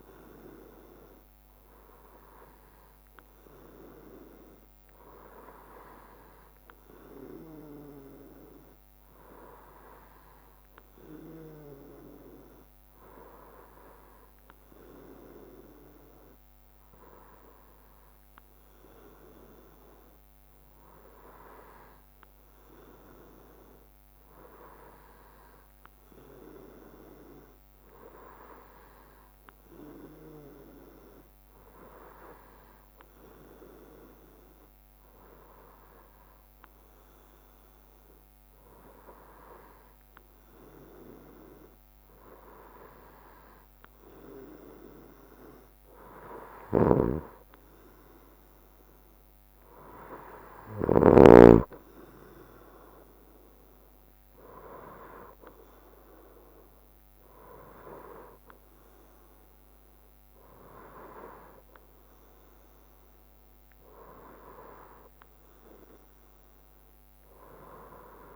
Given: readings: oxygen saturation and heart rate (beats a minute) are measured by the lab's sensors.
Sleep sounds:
breathing in sleep by a microphone on the trachea; none
46.00-50.50 s: snoring (device-marked)
49.00-61.00 s: drop in pulse transit time (device-marked, heart rate 64 before, 64 extreme)
From the record:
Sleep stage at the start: N3 (deep sleep); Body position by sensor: on the right side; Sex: male

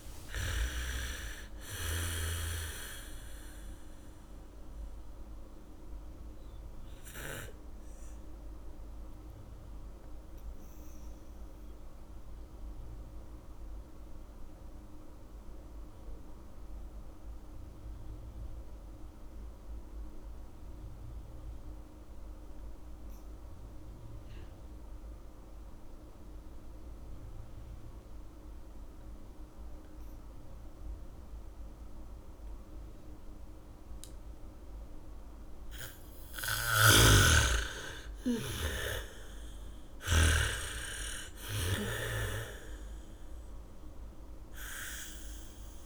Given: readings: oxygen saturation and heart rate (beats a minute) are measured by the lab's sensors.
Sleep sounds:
breathing in sleep by a room microphone; 1
0.00-1.50 s: arousal
0.00-1.50 s: bradycardia (device-marked, heart rate 35 extreme)
0.00-2.50 s: snoring (device-marked)
0.00-27.50 s: oxygen desaturation (device-marked, oxygen 79% lowest, heart rate 35 extreme)
8.50-36.00 s: mixed apnea (oxygen 99% before, 79% lowest, heart rate 62 before, 56 extreme, up 8 after)
31.50-37.50 s: bradycardia (device-marked, heart rate 70 before, 56 extreme)
34.50-45.86 s: oxygen desaturation (device-marked, oxygen 98% before, 81% lowest, heart rate 71 before, 40 extreme)
37.00-41.00 s: snoring (device-marked)
38.00-41.00 s: arousal
From the record:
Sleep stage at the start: N2 (light sleep); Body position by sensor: on the back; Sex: female

